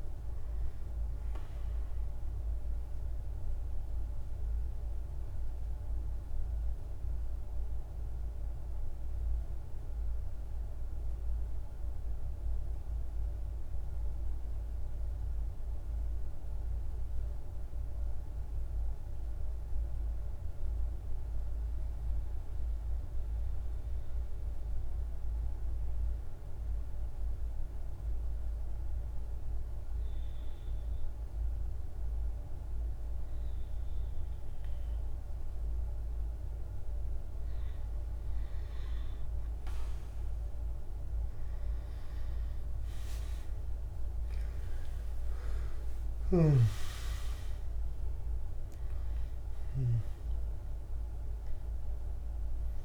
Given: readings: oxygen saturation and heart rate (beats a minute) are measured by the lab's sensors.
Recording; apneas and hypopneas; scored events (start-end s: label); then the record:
breathing in sleep, hard to hear, by a room microphone; 1
0.00-9.50 s: oxygen desaturation (device-marked, oxygen 90% lowest, heart rate 48 extreme)
0.50-36.00 s: mixed apnea (oxygen 98% before, 88% lowest, heart rate 55 before, 48 extreme, up 3 after)
25.50-52.85 s: oxygen desaturation (device-marked, oxygen 99% before, 88% lowest, heart rate 49 before, 49 extreme)
40.00-45.00 s: arousal
45.00-49.00 s: snoring (device-marked)
From the record:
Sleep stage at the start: N2 (light sleep); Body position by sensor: on the right side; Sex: male